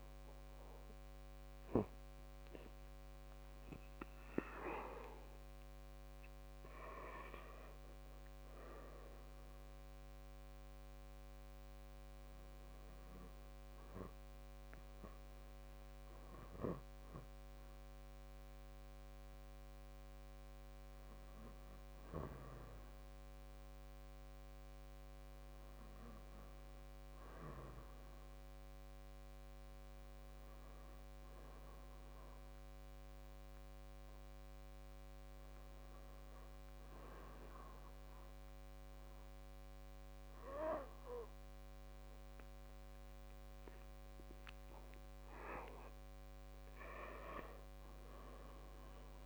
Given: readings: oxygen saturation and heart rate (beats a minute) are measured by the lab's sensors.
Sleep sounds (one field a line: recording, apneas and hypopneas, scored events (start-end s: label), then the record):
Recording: breathing in sleep by a microphone on the trachea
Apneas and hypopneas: none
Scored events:
40.00-43.50 s: arousal
From the record:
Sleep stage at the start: N1 (lightest sleep)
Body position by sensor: on the back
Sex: male